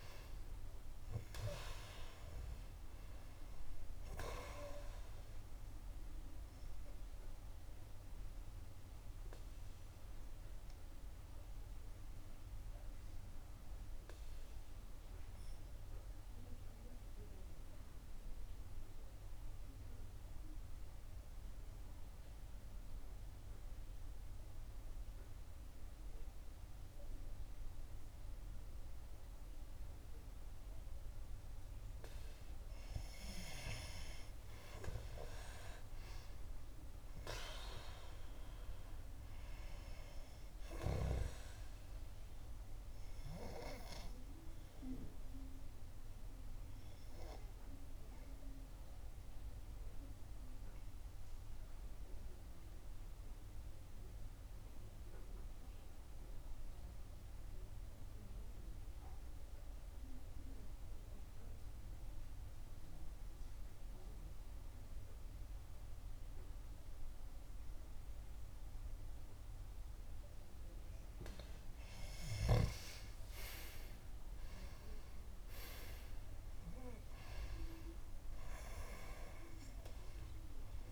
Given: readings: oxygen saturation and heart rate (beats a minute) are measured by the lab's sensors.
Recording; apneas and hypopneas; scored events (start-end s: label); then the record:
breathing in sleep by a room microphone; 2
0.00-1.50 s: arousal
1.50-32.50 s: oxygen desaturation (device-marked, oxygen 97% before, 89% lowest, heart rate 60 before, 53 extreme)
8.00-32.00 s: obstructive apnea (oxygen 97% before, 89% lowest, heart rate 63 before, 53 extreme, up 14 after)
33.00-35.00 s: long interval between heartbeats (device-marked, heart rate 56 before, 62 extreme)
35.50-39.50 s: arousal
43.50-68.50 s: oxygen desaturation (device-marked, oxygen 97% before, 90% lowest, heart rate 62 before, 51 extreme)
45.50-70.50 s: obstructive apnea (oxygen 97% before, 88% lowest, heart rate 63 before, 51 extreme, up 21 after)
46.50-48.50 s: long interval between heartbeats (device-marked, heart rate 64 before, 62 extreme)
72.50-77.00 s: arousal
76.00-78.00 s: long interval between heartbeats (device-marked, heart rate 59 before, 76 extreme)
78.50-80.92 s: oxygen desaturation (device-marked, oxygen 97% before, 88% lowest, heart rate 63 before, 51 extreme)
From the record:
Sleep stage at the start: N2 (light sleep); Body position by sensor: on the back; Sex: female